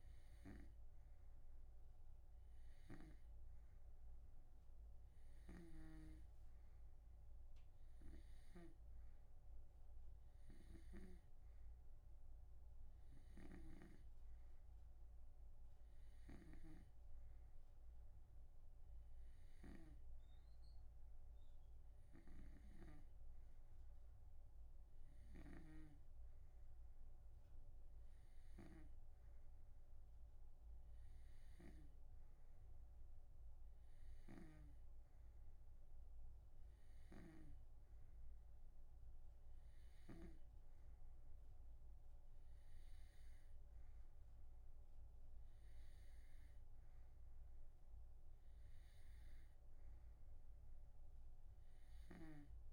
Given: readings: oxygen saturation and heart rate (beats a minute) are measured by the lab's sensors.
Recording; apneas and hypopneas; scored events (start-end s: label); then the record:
breathing in sleep by a room microphone; none
5.50-11.50 s: snoring (device-marked)
13.50-26.00 s: snoring (device-marked)
34.50-41.00 s: snoring (device-marked)
From the record:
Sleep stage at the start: N2 (light sleep); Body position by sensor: on the right side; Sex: male